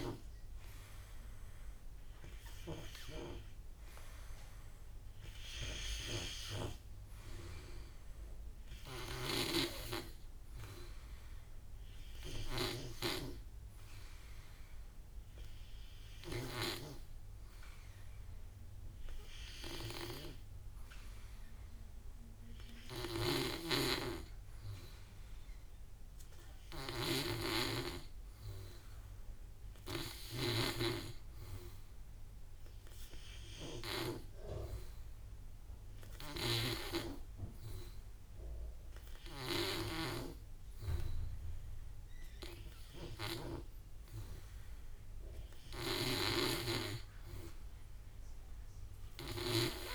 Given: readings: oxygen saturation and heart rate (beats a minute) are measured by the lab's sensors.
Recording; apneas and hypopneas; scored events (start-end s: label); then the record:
breathing in sleep by a room microphone; none
0.00-27.00 s: oxygen desaturation (device-marked, oxygen 92% lowest, heart rate 54 extreme)
41.00-49.95 s: new sleep stage, N3 (deep sleep)
46.00-49.95 s: snoring (device-marked)
From the record:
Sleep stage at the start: N2 (light sleep); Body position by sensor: on the back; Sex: male